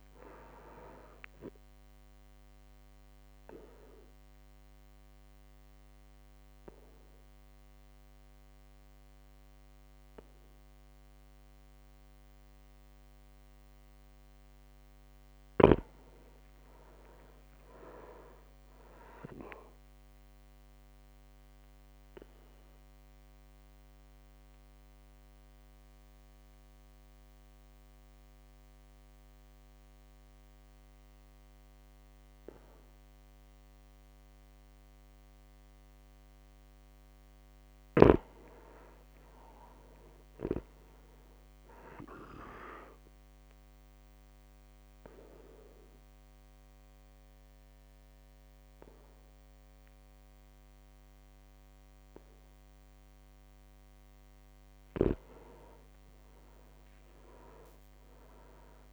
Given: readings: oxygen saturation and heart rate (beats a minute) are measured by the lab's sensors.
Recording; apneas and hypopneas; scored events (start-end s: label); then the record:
breathing in sleep by a microphone on the trachea; 3
2.50-14.00 s: obstructive apnea (oxygen 99% before, 96% lowest, heart rate 59 before, 57 extreme, up 3 after)
16.50-19.50 s: arousal
21.50-35.00 s: obstructive apnea (oxygen 99% before, 96% lowest, heart rate 59 before, 55 extreme, up 3 after)
37.50-41.00 s: arousal
43.50-54.00 s: obstructive apnea (oxygen 99% before, 95% lowest, heart rate 59 before, 55 extreme, up 3 after)
50.50-52.50 s: long interval between heartbeats (device-marked, heart rate 59 before, 58 extreme)
55.50-57.50 s: arousal
From the record:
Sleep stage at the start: REM sleep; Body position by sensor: on the back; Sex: male